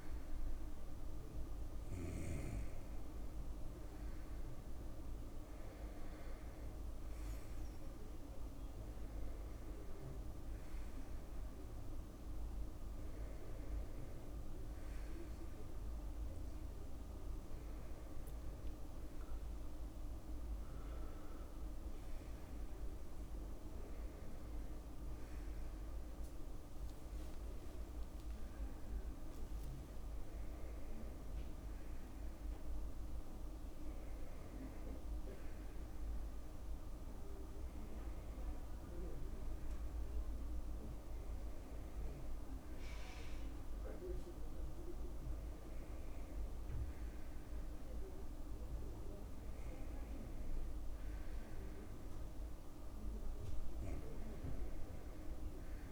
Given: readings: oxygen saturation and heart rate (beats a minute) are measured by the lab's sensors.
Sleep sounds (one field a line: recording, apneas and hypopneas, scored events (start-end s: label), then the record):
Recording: a person awake in a sleep study, hard to hear, by a room microphone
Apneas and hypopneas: none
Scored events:
0.50-30.50 s: new sleep stage, awake
30.50-55.92 s: new sleep stage, N2 (light sleep)
From the record:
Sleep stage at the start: N2 (light sleep)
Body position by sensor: on the right side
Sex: male